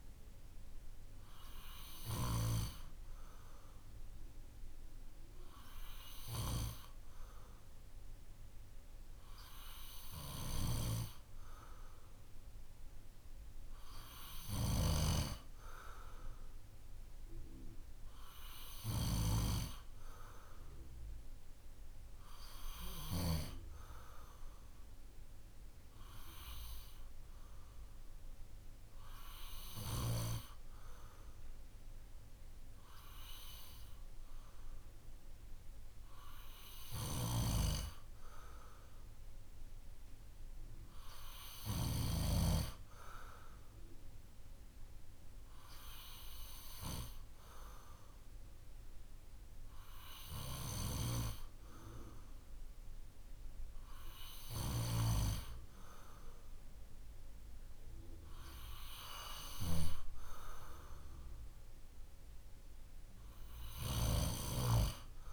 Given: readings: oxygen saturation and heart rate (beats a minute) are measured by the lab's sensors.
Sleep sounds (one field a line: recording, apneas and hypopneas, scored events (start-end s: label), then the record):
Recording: breathing in sleep by a room microphone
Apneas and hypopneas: none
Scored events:
none scored
From the record:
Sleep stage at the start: N2 (light sleep)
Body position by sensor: on the back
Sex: male